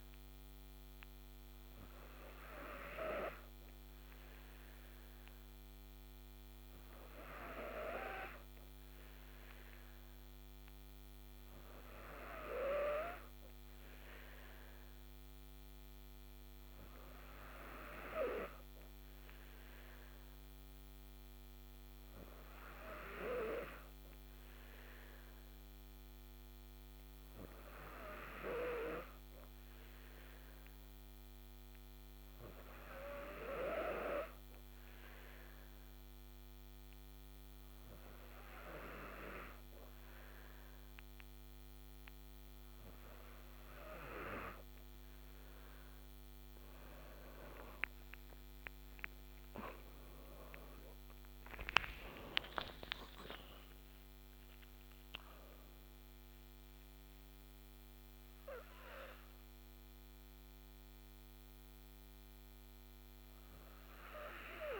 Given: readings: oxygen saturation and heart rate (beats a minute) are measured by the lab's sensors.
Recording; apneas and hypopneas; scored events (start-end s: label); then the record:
breathing in sleep by a microphone on the trachea; none
50.00-54.00 s: arousal
From the record:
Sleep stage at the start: N2 (light sleep); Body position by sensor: on the back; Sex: female